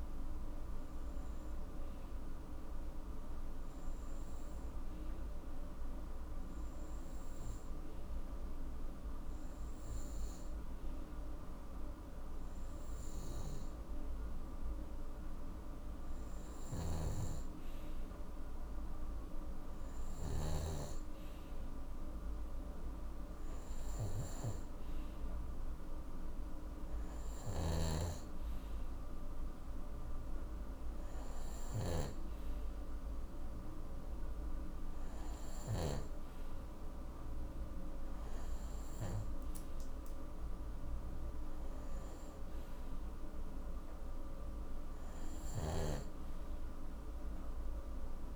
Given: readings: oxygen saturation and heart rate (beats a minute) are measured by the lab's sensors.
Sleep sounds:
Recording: breathing in sleep, hard to hear, by a room microphone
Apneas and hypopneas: none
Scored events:
16.50-20.50 s: snoring (device-marked)
27.00-32.00 s: snoring (device-marked)
From the record:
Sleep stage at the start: N2 (light sleep)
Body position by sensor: on the right side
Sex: male

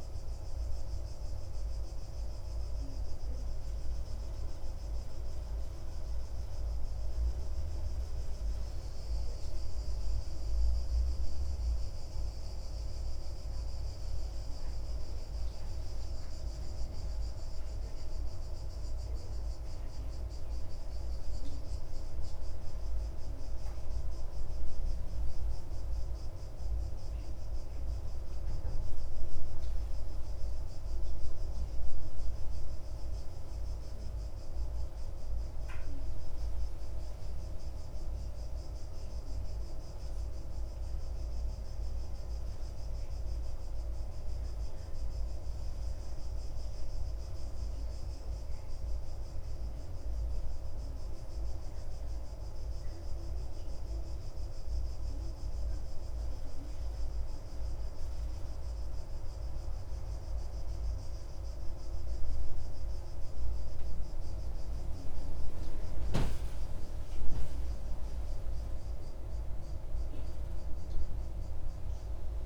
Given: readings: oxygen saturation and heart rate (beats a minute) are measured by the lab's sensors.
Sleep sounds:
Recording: breathing in sleep, hard to hear, by a room microphone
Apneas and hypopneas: none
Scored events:
none scored
From the record:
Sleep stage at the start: N1 (lightest sleep)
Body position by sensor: on the back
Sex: male

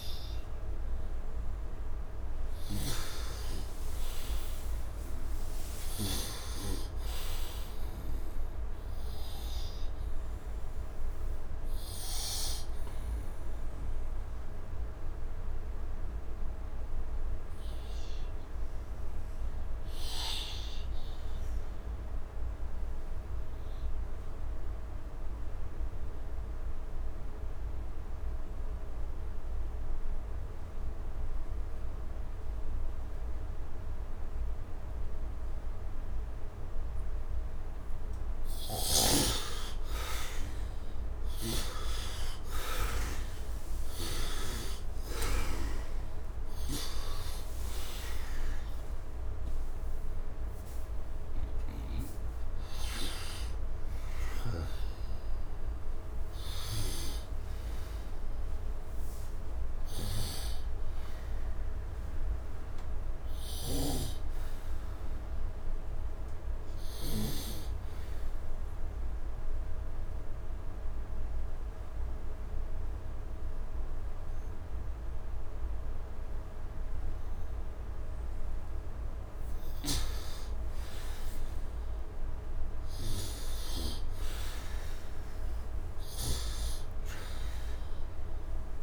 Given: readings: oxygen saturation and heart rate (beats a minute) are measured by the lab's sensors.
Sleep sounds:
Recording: breathing in sleep by a room microphone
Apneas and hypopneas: 2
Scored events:
3.00-6.50 s: arousal
12.50-19.50 s: oxygen desaturation (device-marked, oxygen 97% before, 90% lowest, heart rate 81 before, 73 extreme)
13.00-36.00 s: obstructive apnea (oxygen 97% before, 75% lowest, heart rate 81 before, 73 extreme, up 8 after)
30.50-66.50 s: oxygen desaturation (device-marked, oxygen 98% before, 75% lowest, heart rate 78 before, 77 extreme)
38.50-43.50 s: arousal
57.00-62.50 s: arousal
63.00-67.00 s: snoring (device-marked)
67.00-79.00 s: obstructive apnea (oxygen 98% before, 90% lowest, heart rate 97 before, 76 extreme, up 12 after)
81.50-86.50 s: arousal
86.50-88.83 s: oxygen desaturation (device-marked, oxygen 98% before, 90% lowest, heart rate 85 before, 75 extreme)
From the record:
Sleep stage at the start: N2 (light sleep)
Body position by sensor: on the right side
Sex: male

